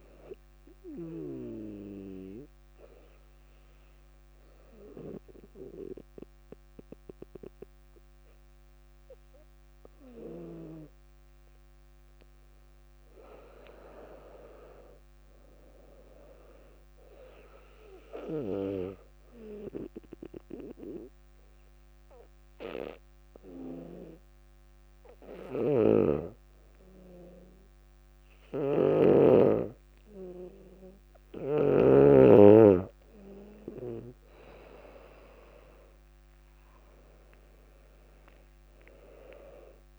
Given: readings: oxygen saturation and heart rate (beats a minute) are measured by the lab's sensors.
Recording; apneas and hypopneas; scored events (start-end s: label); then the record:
breathing in sleep by a microphone on the trachea; 2
1.00-12.00 s: obstructive apnea (oxygen 99% before, 95% lowest, heart rate 61 before, 56 extreme, up 4 after)
13.50-16.00 s: arousal
18.50-32.00 s: hypopnea (oxygen 100% before, 95% lowest, heart rate 57 before, 60 extreme, up 5 after)
28.50-32.00 s: snoring (device-marked)
35.00-39.99 s: arousal
From the record:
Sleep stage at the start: N2 (light sleep); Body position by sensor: on the back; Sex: female